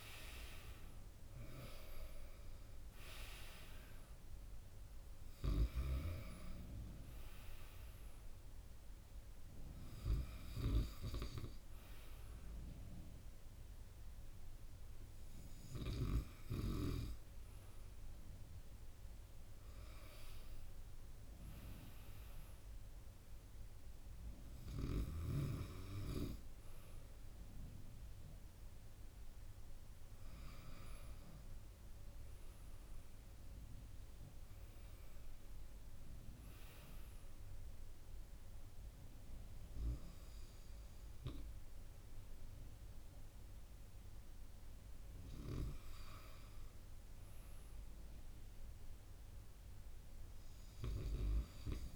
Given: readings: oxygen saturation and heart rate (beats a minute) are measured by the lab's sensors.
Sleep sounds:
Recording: breathing in sleep by a room microphone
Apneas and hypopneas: none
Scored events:
0.00-18.50 s: oxygen desaturation (device-marked, oxygen 90% lowest)
5.50-16.00 s: snoring (device-marked)
From the record:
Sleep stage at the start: N2 (light sleep)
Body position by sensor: on the right side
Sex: male

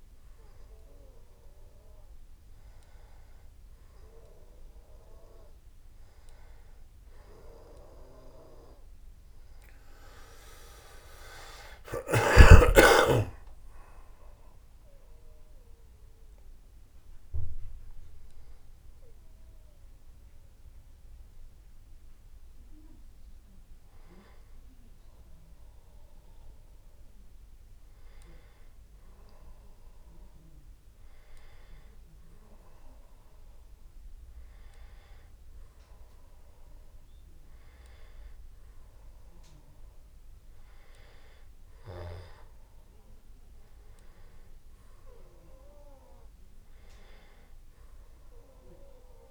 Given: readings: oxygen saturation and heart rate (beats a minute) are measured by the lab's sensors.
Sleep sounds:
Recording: a person awake in a sleep study, by a room microphone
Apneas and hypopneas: none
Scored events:
none scored
From the record:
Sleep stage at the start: awake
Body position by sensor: on the back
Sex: male

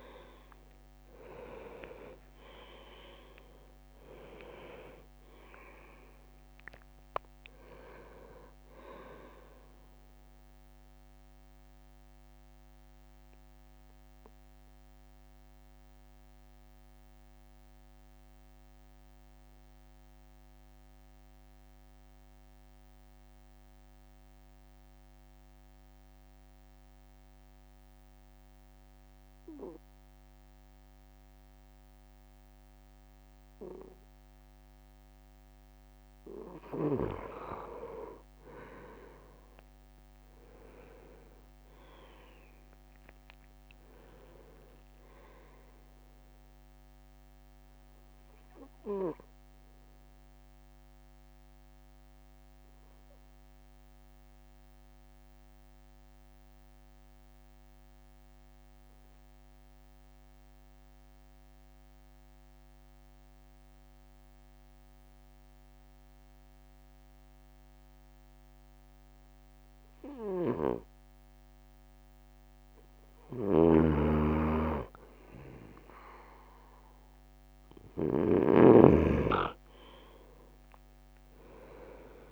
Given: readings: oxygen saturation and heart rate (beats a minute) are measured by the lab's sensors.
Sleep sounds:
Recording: breathing in sleep by a microphone on the trachea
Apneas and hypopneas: 2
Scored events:
0.00-2.00 s: arousal
0.00-4.00 s: leg movement (device-marked)
11.00-35.50 s: mixed apnea (oxygen 99% before, 96% lowest)
38.00-40.00 s: leg movement (device-marked)
39.50-43.00 s: arousal
47.50-71.00 s: obstructive apnea (oxygen 100% before, 96% lowest)
70.00-78.00 s: snoring (device-marked)
80.50-82.32 s: arousal
From the record:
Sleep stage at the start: N2 (light sleep)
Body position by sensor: on the right side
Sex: male

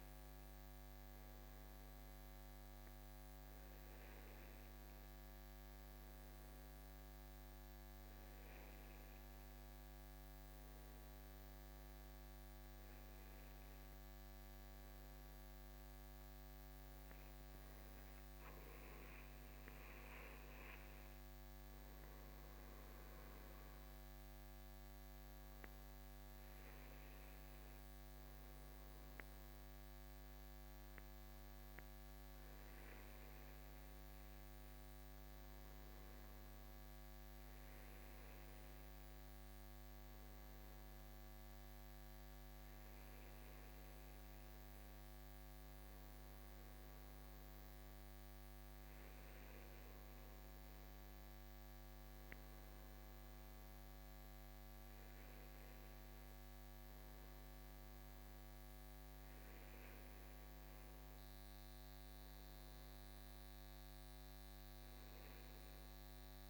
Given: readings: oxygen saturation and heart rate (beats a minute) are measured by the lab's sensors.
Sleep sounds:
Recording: breathing in sleep, hard to hear, by a microphone on the trachea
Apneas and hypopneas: none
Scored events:
44.50-66.50 s: new sleep stage, N2 (light sleep)
From the record:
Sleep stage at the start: N1 (lightest sleep)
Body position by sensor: on the right side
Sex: male

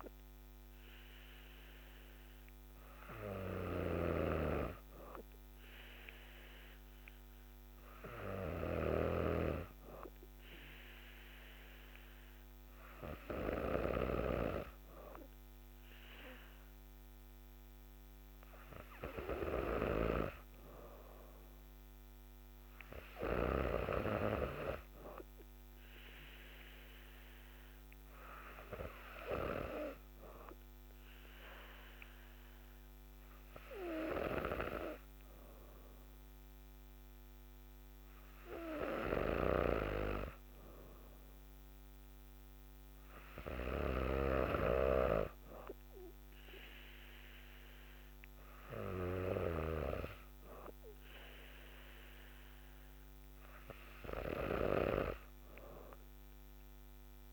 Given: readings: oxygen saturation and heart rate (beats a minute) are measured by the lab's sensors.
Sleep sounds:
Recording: breathing in sleep by a microphone on the trachea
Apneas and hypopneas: none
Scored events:
3.50-23.50 s: snoring (device-marked)
From the record:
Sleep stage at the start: N3 (deep sleep)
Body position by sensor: on the back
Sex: female

